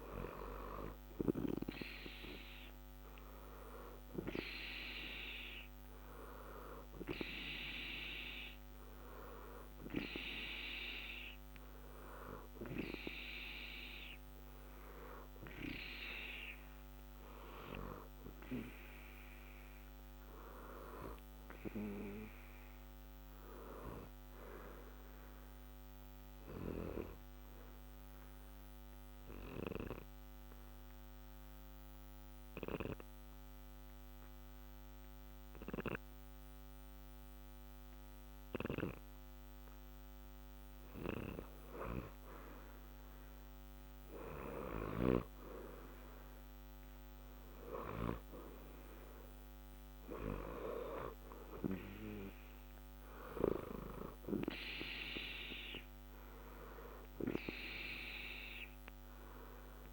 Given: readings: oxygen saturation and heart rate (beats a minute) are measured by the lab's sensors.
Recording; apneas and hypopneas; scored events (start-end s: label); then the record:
breathing in sleep by a microphone on the trachea; 1
0.00-3.50 s: arousal
8.50-36.50 s: oxygen desaturation (device-marked, oxygen 93% before, 87% lowest, heart rate 61 before, 60 extreme)
26.00-40.00 s: obstructive apnea (oxygen 93% before, 87% lowest, heart rate 60 before, 60 extreme, up 0 after)
43.50-48.50 s: arousal
57.50-59.93 s: oxygen desaturation (device-marked, oxygen 92% before, 88% lowest, heart rate 60 before, 60 extreme)
From the record:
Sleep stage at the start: N2 (light sleep); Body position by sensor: on the back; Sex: male